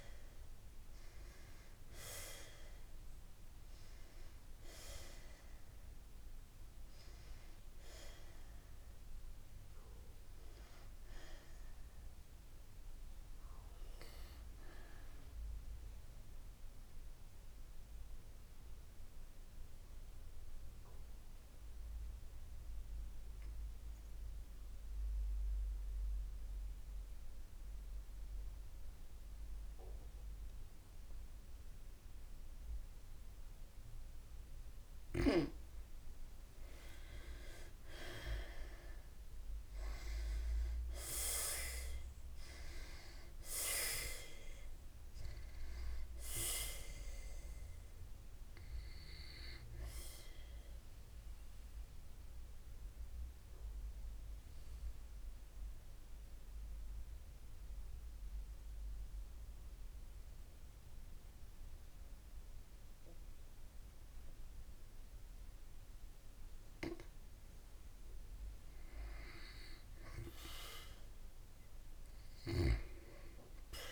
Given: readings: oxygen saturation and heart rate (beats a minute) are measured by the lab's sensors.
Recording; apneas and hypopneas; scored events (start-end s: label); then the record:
breathing in sleep by a room microphone; 2
0.00-8.00 s: oxygen desaturation (device-marked, oxygen 91% lowest, heart rate 55 extreme)
9.50-12.50 s: arousal
16.00-34.00 s: obstructive apnea (oxygen 98% before, 88% lowest, heart rate 65 before, 55 extreme, up 3 after)
36.50-41.50 s: arousal
38.00-45.00 s: oxygen desaturation (device-marked, oxygen 96% before, 92% lowest, heart rate 56 before, 54 extreme)
52.50-67.00 s: obstructive apnea (oxygen 98% before, 88% lowest, heart rate 57 before, 53 extreme, up 1 after)
65.00-73.92 s: oxygen desaturation (device-marked, oxygen 97% before, 88% lowest, heart rate 57 before, 53 extreme)
70.00-73.92 s: arousal
From the record:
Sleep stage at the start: N2 (light sleep); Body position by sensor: on the back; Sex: female